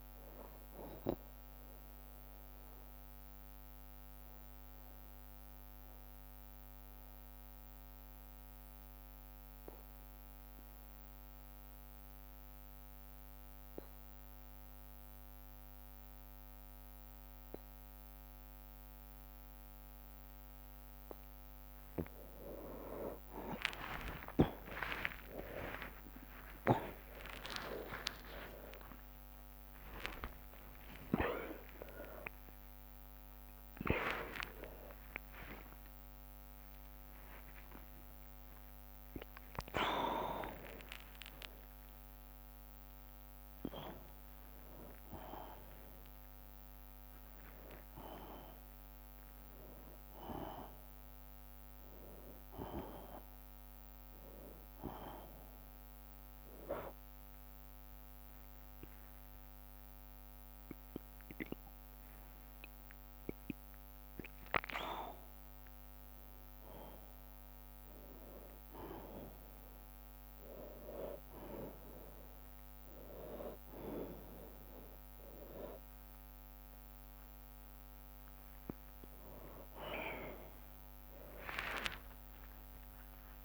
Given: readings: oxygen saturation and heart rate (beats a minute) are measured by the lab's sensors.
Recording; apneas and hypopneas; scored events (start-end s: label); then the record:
a person partly awake in a sleep study, by a microphone on the trachea; 2
0.00-2.50 s: drop in pulse transit time (device-marked, heart rate 60 extreme)
0.00-18.50 s: oxygen desaturation (device-marked, oxygen 91% lowest, heart rate 55 extreme)
1.00-20.50 s: obstructive apnea (oxygen 97% before, 91% lowest, heart rate 61 before, 55 extreme, up 58 after)
1.50-20.50 s: bradycardia (device-marked, heart rate 59 before, 55 extreme)
17.50-47.50 s: new sleep stage, awake
24.50-32.50 s: tachycardia (device-marked, heart rate 58 before, 152 extreme)
25.00-27.00 s: long interval between heartbeats (device-marked, heart rate 56 before, 77 extreme)
25.50-37.50 s: drop in pulse transit time (device-marked, heart rate 57 before, 79 extreme)
27.00-29.00 s: long interval between heartbeats (device-marked, heart rate 59 before, 95 extreme)
29.50-31.50 s: long interval between heartbeats (device-marked, heart rate 68 before, 148 extreme)
35.50-46.50 s: tachycardia (device-marked, heart rate 60 before, 146 extreme)
36.50-38.50 s: long interval between heartbeats (device-marked, heart rate 92 before, 83 extreme)
38.50-40.50 s: long interval between heartbeats (device-marked, heart rate 95 before, 101 extreme)
42.00-44.00 s: long interval between heartbeats (device-marked, heart rate 103 before, 126 extreme)
46.00-48.00 s: long interval between heartbeats (device-marked, heart rate 116 before, 132 extreme)
46.50-58.50 s: oxygen desaturation (device-marked, oxygen 96% before, 92% lowest, heart rate 119 before, 57 extreme)
47.50-77.50 s: new sleep stage, N1 (lightest sleep)
55.50-65.50 s: obstructive apnea (oxygen 96% before, 93% lowest, heart rate 103 before, 57 extreme, up 3 after)
64.50-71.50 s: bradycardia (device-marked, heart rate 62 before, 58 extreme)
76.50-78.50 s: long interval between heartbeats (device-marked, heart rate 63 before, 85 extreme)
77.50-83.45 s: new sleep stage, awake
77.50-83.45 s: tachycardia (device-marked, heart rate 62 before, 199 extreme)
81.00-83.00 s: long interval between heartbeats (device-marked, heart rate 68 before, 106 extreme)
From the record:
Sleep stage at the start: N2 (light sleep); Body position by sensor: on the back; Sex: male